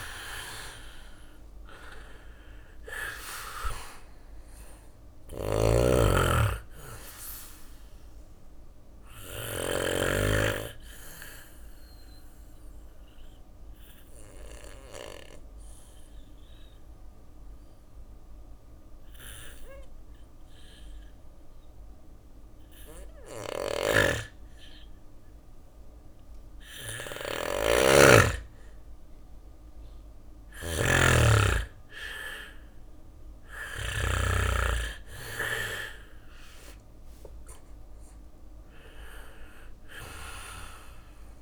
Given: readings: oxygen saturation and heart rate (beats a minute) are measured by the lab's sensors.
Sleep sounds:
breathing in sleep by a room microphone; 1
0.00-1.00 s: arousal
0.00-10.00 s: drop in pulse transit time (device-marked, heart rate 61 extreme)
0.00-20.00 s: oxygen desaturation (device-marked, oxygen 98% before, 92% lowest, heart rate 61 before, 57 extreme)
4.00-9.00 s: snoring (device-marked)
9.00-19.00 s: bradycardia (device-marked, heart rate 61 before, 57 extreme)
9.00-25.00 s: obstructive apnea (oxygen 98% before, 90% lowest, heart rate 62 before, 57 extreme, up 5 after)
22.50-33.00 s: snoring (device-marked)
28.00-32.00 s: arousal
38.00-41.42 s: oxygen desaturation (device-marked, oxygen 98% before, 94% lowest, heart rate 61 before, 57 extreme)
From the record:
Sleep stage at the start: N2 (light sleep); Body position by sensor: on the back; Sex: male

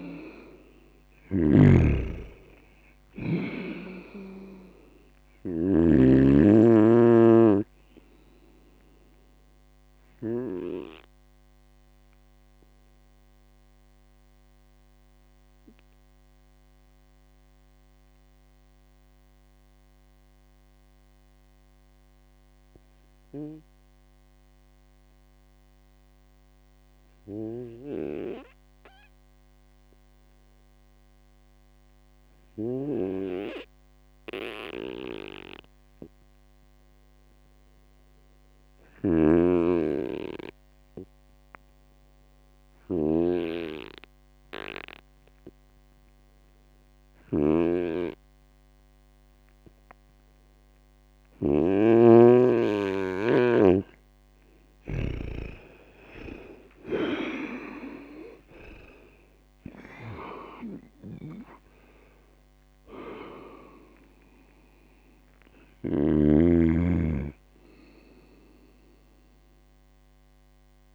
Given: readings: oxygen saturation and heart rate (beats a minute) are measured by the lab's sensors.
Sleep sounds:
breathing in sleep by a microphone on the trachea; 1
0.00-1.50 s: arousal
0.00-3.00 s: oxygen desaturation (device-marked, oxygen 96% lowest, heart rate 57 extreme)
2.00-10.50 s: snoring (device-marked)
11.50-36.00 s: obstructive apnea (oxygen 99% before, 94% lowest, heart rate 66 before, 57 extreme, up 2 after)
39.00-51.50 s: snoring (device-marked)
51.00-55.50 s: arousal
53.50-59.00 s: snoring (device-marked)
61.00-66.00 s: snoring (device-marked)
From the record:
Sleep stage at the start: N2 (light sleep); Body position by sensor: on the right side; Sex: male

